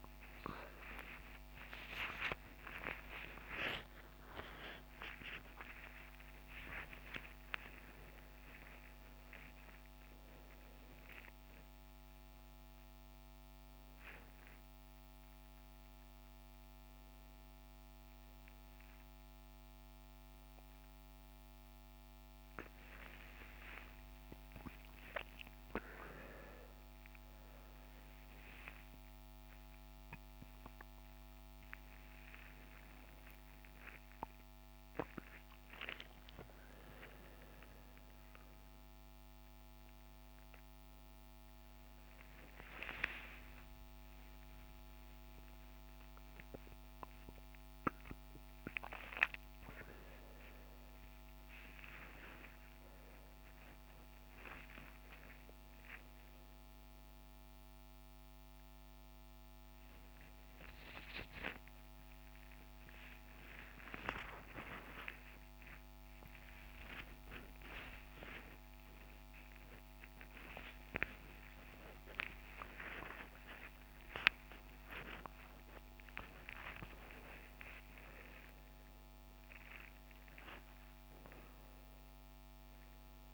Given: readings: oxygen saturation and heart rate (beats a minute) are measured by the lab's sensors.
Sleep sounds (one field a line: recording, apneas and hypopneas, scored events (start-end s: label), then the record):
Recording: a person awake in a sleep study, by a microphone on the trachea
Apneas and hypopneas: none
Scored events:
none scored
From the record:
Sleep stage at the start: awake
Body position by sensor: on the right side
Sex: male